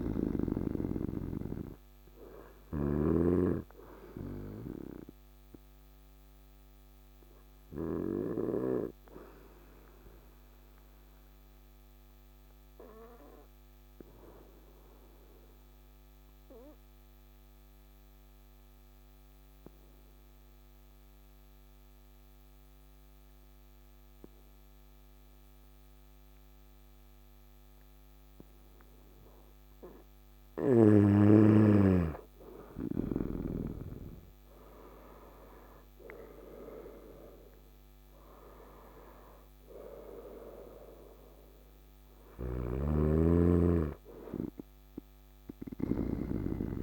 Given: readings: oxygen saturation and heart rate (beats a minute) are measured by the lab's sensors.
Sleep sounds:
breathing in sleep by a microphone on the trachea; 1
0.00-2.50 s: snoring (device-marked)
0.00-14.00 s: oxygen desaturation (device-marked, oxygen 94% lowest, heart rate 53 extreme)
3.00-29.00 s: obstructive apnea (oxygen 99% before, 92% lowest, heart rate 61 before, 53 extreme, up 11 after)
32.00-36.00 s: arousal
32.00-46.83 s: oxygen desaturation (device-marked, oxygen 98% before, 92% lowest, heart rate 55 before, 55 extreme)
42.00-46.83 s: snoring (device-marked)
From the record:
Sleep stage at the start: N2 (light sleep); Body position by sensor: on the right side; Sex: male

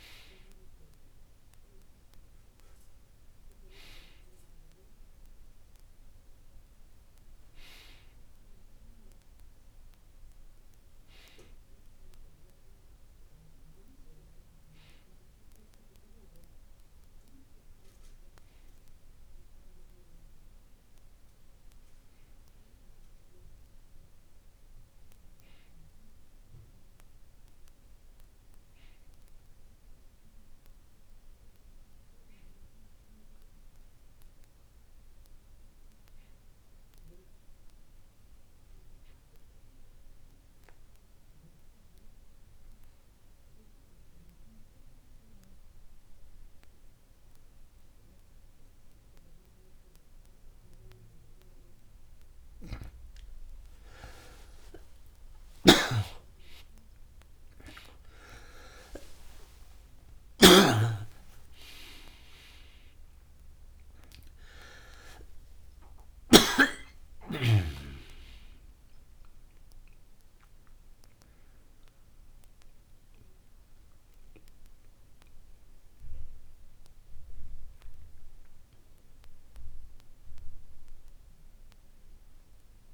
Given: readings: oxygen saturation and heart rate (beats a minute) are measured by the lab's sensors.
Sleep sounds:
breathing in sleep by a room microphone; 1
39.50-69.50 s: new sleep stage, N1 (lightest sleep)
40.50-51.50 s: obstructive apnea (oxygen 96% before, 93% lowest, heart rate 48 before, 49 extreme, up 12 after)
69.50-82.94 s: new sleep stage, awake
From the record:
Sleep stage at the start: N2 (light sleep); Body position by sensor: on the back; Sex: male

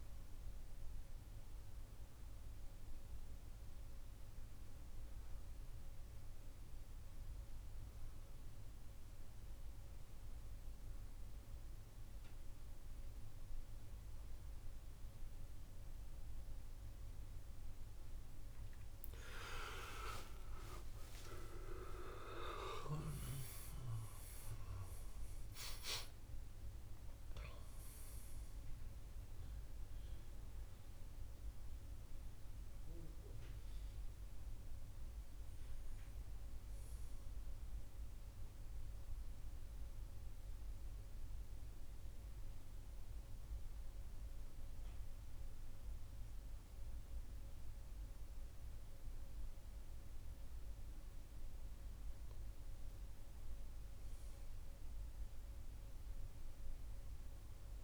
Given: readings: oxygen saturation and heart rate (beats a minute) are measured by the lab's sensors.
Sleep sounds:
a person partly awake in a sleep study, by a room microphone; 1
15.50-45.50 s: new sleep stage, N1 (lightest sleep)
37.50-52.00 s: central apnea (oxygen 98% before, 93% lowest, heart rate 76 before, 66 extreme, up 4 after)
45.50-57.84 s: new sleep stage, N2 (light sleep)
53.00-57.00 s: arousal
From the record:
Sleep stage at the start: awake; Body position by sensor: on the right side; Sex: male

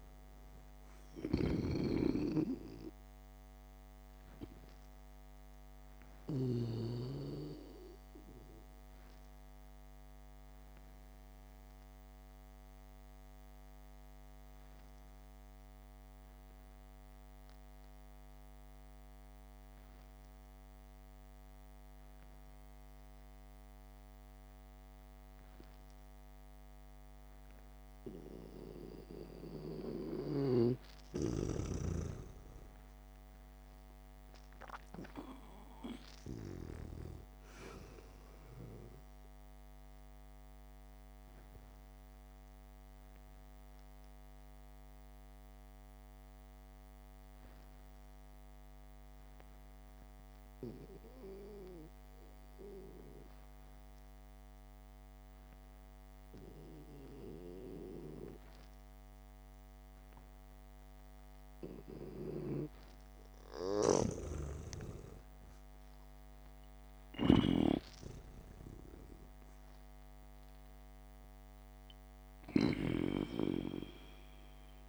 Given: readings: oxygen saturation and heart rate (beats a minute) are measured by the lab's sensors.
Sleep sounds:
breathing in sleep by a microphone on the trachea; 2
0.00-7.50 s: snoring (device-marked)
0.00-10.50 s: oxygen desaturation (device-marked, oxygen 93% lowest, heart rate 57 extreme)
10.50-31.00 s: obstructive apnea (oxygen 99% before, 91% lowest, heart rate 64 before, 57 extreme, up 8 after)
19.50-24.50 s: oxygen desaturation (device-marked, oxygen 94% before, 91% lowest, heart rate 67 before, 57 extreme)
31.00-37.50 s: snoring (device-marked)
33.00-36.50 s: arousal
41.50-59.00 s: obstructive apnea (oxygen 99% before, 91% lowest, heart rate 64 before, 56 extreme)
64.50-68.50 s: snoring (device-marked)
65.50-69.00 s: arousal
From the record:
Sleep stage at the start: N2 (light sleep); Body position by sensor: on the back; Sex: male

